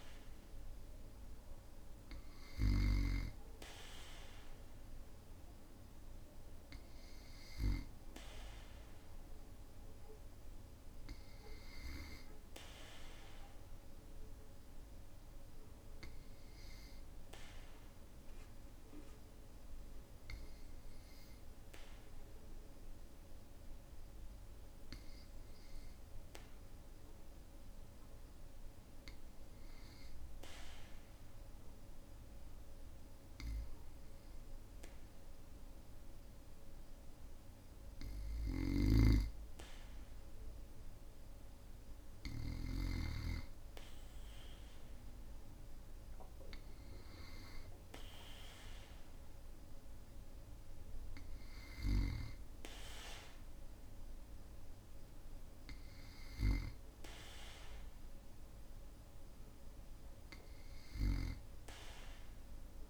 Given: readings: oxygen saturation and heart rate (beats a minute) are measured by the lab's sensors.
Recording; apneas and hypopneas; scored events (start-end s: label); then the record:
breathing in sleep by a room microphone; 1
14.50-36.50 s: hypopnea (oxygen 97% before, 95% lowest, heart rate 52 before, 52 extreme, up 3 after)
38.00-41.50 s: arousal
38.50-43.00 s: snoring (device-marked)
From the record:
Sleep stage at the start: N2 (light sleep); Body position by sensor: on the back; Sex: male